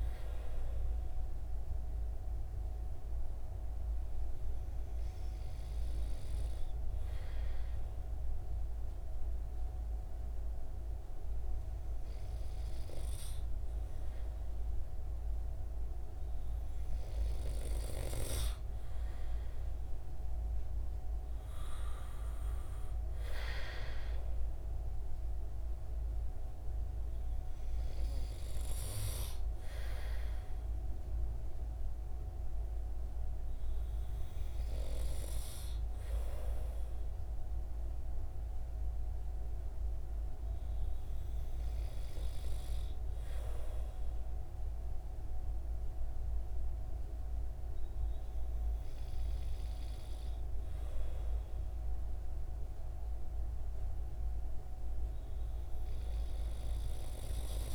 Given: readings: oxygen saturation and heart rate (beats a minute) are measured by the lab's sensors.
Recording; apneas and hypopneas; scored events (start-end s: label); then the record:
breathing in sleep by a room microphone; none
none scored
From the record:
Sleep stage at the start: N2 (light sleep); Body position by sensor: on the right side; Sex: male